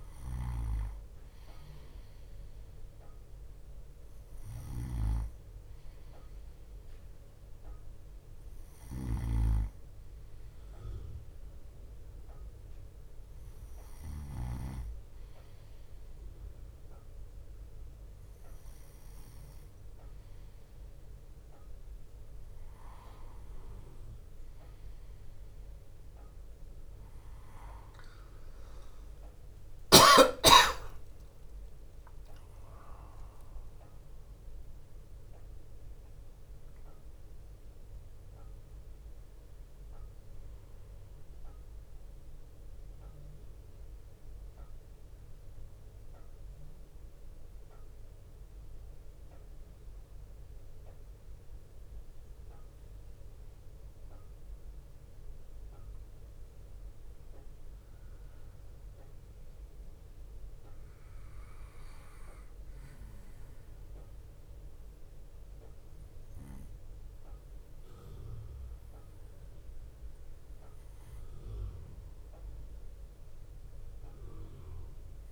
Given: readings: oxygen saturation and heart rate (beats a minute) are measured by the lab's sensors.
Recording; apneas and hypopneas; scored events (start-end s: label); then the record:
breathing in sleep by a room microphone; 1
0.00-14.50 s: snoring (device-marked)
28.00-33.00 s: arousal
42.50-55.00 s: central apnea (oxygen 93% before, 92% lowest)
57.00-60.50 s: arousal
From the record:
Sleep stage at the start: N2 (light sleep); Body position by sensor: on the right side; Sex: male